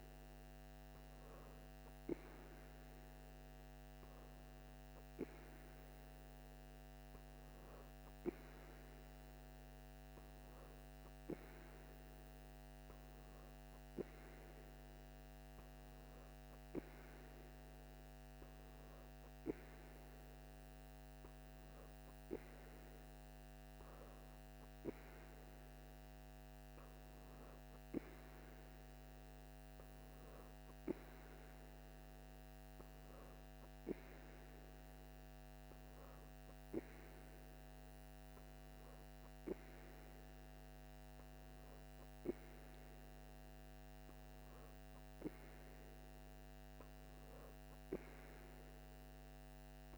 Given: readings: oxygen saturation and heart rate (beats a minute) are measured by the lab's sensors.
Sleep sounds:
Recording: breathing in sleep, hard to hear, by a microphone on the trachea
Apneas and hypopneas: none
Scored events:
none scored
From the record:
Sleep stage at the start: N2 (light sleep)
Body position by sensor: on the right side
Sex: female

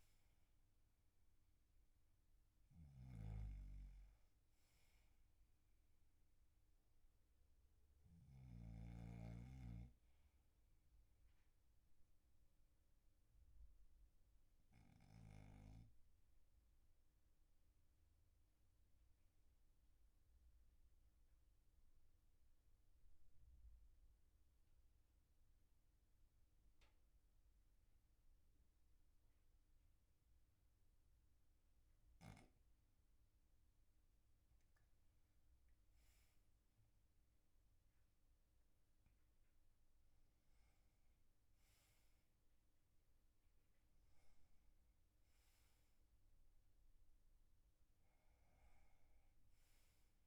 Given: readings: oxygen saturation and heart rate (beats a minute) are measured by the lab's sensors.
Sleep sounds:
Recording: breathing in sleep by a room microphone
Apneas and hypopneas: 1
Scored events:
3.00-9.50 s: snoring (device-marked)
11.50-32.50 s: obstructive apnea (oxygen 99% before, 97% lowest, heart rate 49 before, 41 extreme, up 6 after)
35.50-39.50 s: arousal
From the record:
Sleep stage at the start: N2 (light sleep)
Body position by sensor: on the back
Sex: male

